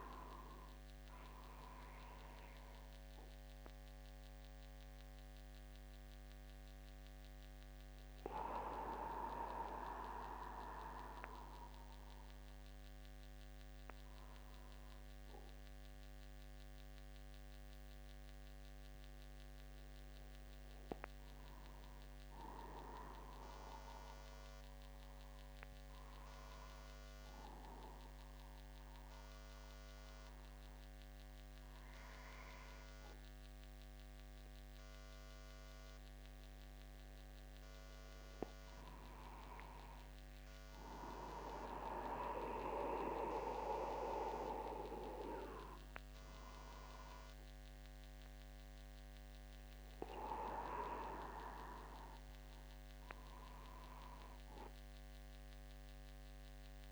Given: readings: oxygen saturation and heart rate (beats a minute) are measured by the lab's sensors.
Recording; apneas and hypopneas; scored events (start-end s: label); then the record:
a person awake in a sleep study, by a microphone on the trachea; none
0.50-2.50 s: long interval between heartbeats (device-marked, heart rate 54 before, 59 extreme)
3.00-5.00 s: long interval between heartbeats (device-marked, heart rate 55 before, 68 extreme)
9.00-11.00 s: long interval between heartbeats (device-marked, heart rate 60 before, 75 extreme)
16.00-18.00 s: long interval between heartbeats (device-marked, heart rate 66 before, 91 extreme)
19.00-21.00 s: long interval between heartbeats (device-marked, heart rate 71 before, 92 extreme)
21.50-23.50 s: long interval between heartbeats (device-marked, heart rate 76 before, 128 extreme)
25.50-27.50 s: long interval between heartbeats (device-marked, heart rate 87 before, 125 extreme)
28.00-30.00 s: long interval between heartbeats (device-marked, heart rate 95 before, 80 extreme)
35.50-37.50 s: long interval between heartbeats (device-marked, heart rate 99 before, 135 extreme)
38.50-40.50 s: long interval between heartbeats (device-marked, heart rate 109 before, 186 extreme)
46.00-48.00 s: long interval between heartbeats (device-marked, heart rate 121 before, 67 extreme)
49.50-51.50 s: long interval between heartbeats (device-marked, heart rate 115 before, 76 extreme)
51.50-53.50 s: long interval between heartbeats (device-marked, heart rate 114 before, 77 extreme)
From the record:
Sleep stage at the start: awake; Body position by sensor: upright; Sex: male